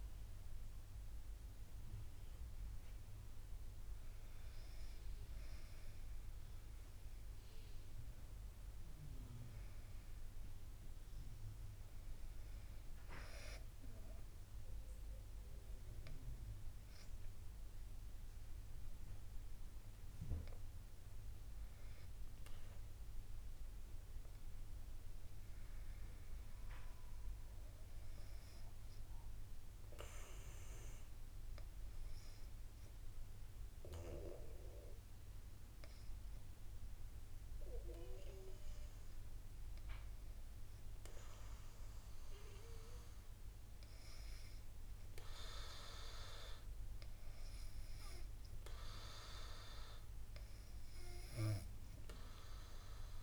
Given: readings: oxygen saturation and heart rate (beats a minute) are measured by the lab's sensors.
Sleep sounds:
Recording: breathing in sleep by a room microphone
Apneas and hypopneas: none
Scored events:
none scored
From the record:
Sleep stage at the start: N2 (light sleep)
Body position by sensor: on the back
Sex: female

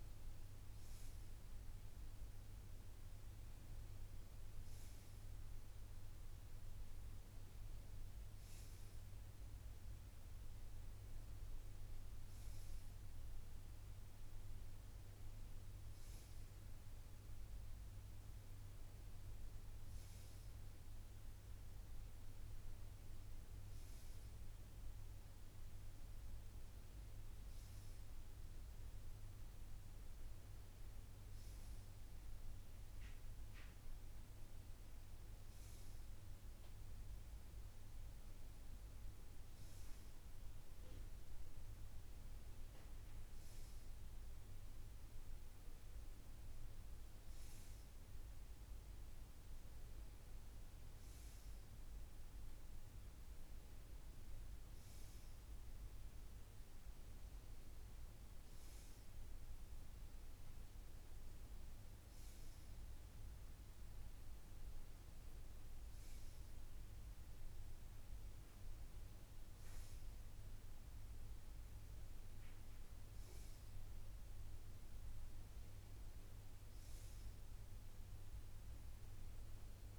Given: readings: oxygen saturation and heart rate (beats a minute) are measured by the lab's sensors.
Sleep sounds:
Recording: breathing in sleep, hard to hear, by a room microphone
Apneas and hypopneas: none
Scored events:
none scored
From the record:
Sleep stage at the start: N2 (light sleep)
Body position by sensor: on the right side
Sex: male

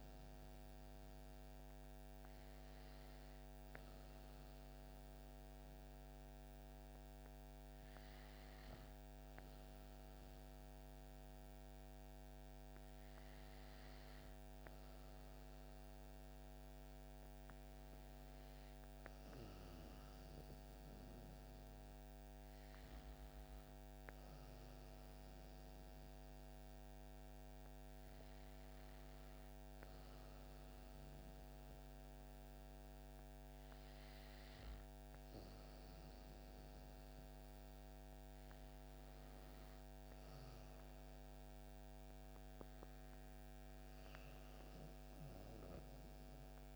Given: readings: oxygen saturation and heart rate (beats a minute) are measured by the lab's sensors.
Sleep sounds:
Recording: breathing in sleep, hard to hear, by a microphone on the trachea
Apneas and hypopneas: none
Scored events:
none scored
From the record:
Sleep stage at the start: N2 (light sleep)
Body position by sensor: on the back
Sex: female

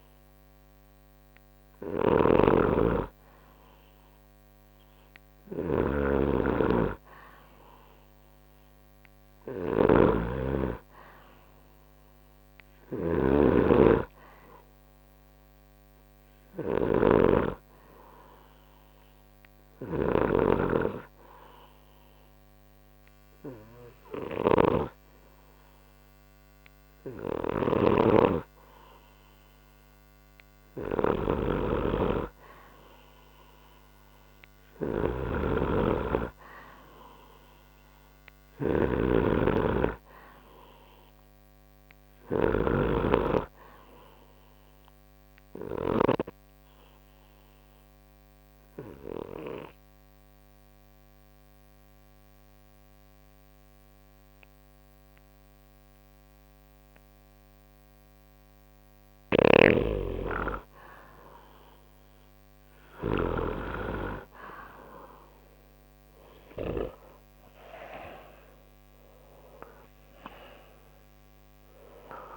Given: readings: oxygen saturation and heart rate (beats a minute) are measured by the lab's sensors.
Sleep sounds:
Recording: breathing in sleep by a microphone on the trachea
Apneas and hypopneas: 2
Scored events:
0.00-3.50 s: oxygen desaturation (device-marked, oxygen 92% lowest)
0.00-25.00 s: snoring (device-marked)
19.50-31.00 s: hypopnea (oxygen 95% before, 90% lowest)
27.00-46.00 s: snoring (device-marked)
33.00-36.50 s: arousal
45.50-59.50 s: obstructive apnea (oxygen 94% before, 90% lowest)
59.00-67.00 s: snoring (device-marked)
65.50-72.36 s: oxygen desaturation (device-marked, oxygen 94% before, 90% lowest)
66.50-70.50 s: arousal
From the record:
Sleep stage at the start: N2 (light sleep)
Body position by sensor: on the right side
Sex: male

